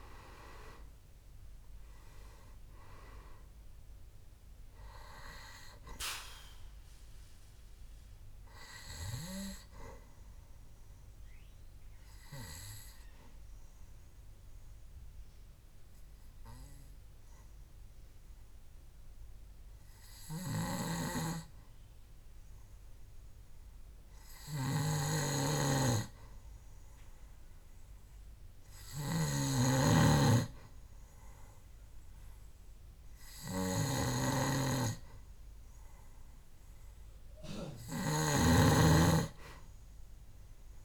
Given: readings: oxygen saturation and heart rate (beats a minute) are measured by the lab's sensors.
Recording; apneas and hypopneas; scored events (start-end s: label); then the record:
breathing in sleep by a room microphone; 1
0.00-2.00 s: arousal
0.00-21.00 s: oxygen desaturation (device-marked, oxygen 90% lowest, heart rate 65 extreme)
11.00-30.00 s: obstructive apnea (oxygen 97% before, 90% lowest, heart rate 72 before, 65 extreme, up 1 after)
35.00-40.84 s: oxygen desaturation (device-marked, oxygen 99% before, 92% lowest, heart rate 68 before, 64 extreme)
From the record:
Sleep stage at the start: N2 (light sleep); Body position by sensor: on the back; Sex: male